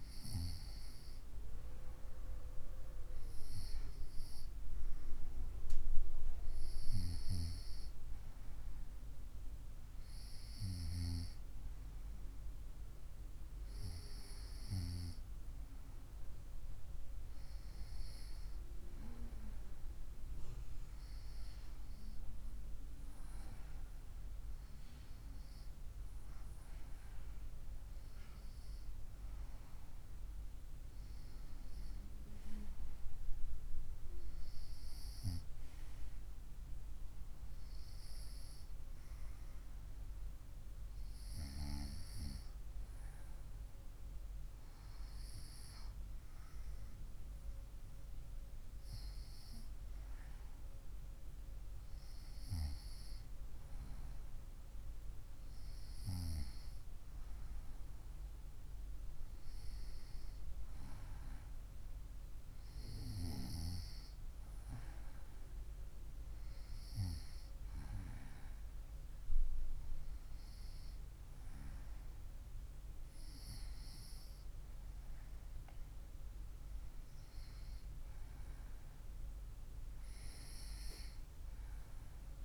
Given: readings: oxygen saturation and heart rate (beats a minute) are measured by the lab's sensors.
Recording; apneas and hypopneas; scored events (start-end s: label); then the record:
breathing in sleep by a room microphone; none
28.00-82.45 s: new sleep stage, N2 (light sleep)
From the record:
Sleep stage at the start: N1 (lightest sleep); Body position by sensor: on the right side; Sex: female